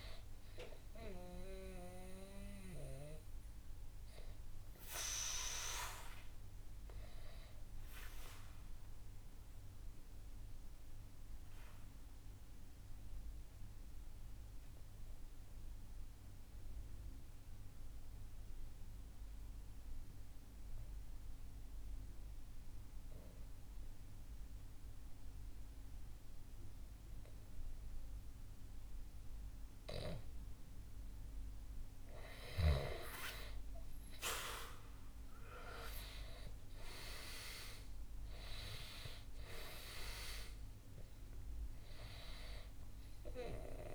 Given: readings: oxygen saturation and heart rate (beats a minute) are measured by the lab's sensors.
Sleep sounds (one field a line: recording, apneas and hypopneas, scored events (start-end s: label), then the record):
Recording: breathing in sleep by a room microphone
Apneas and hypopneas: 1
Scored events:
8.00-30.50 s: obstructive apnea (oxygen 98% before, 91% lowest, heart rate 66 before, 61 extreme, up 8 after)
33.50-37.50 s: arousal
35.00-43.95 s: oxygen desaturation (device-marked, oxygen 97% before, 91% lowest, heart rate 66 before, 61 extreme)
From the record:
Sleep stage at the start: N2 (light sleep)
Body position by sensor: on the back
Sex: male